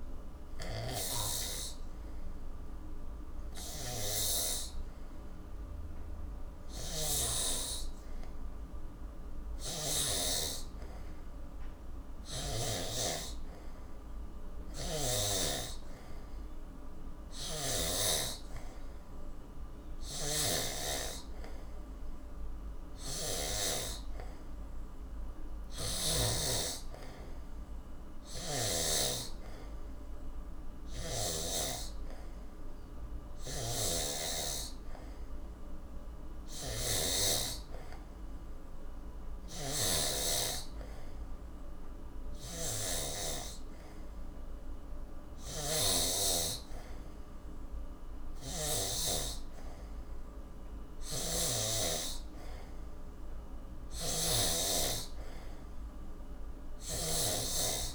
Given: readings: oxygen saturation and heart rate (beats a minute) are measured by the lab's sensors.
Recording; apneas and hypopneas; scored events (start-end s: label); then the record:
breathing in sleep by a room microphone; none
0.00-10.00 s: snoring (device-marked)
14.50-18.00 s: snoring (device-marked)
20.00-26.00 s: snoring (device-marked)
28.00-31.50 s: snoring (device-marked)
33.50-49.00 s: snoring (device-marked)
51.00-54.50 s: snoring (device-marked)
56.50-57.95 s: snoring (device-marked)
From the record:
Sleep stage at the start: N3 (deep sleep); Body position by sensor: on the back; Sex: male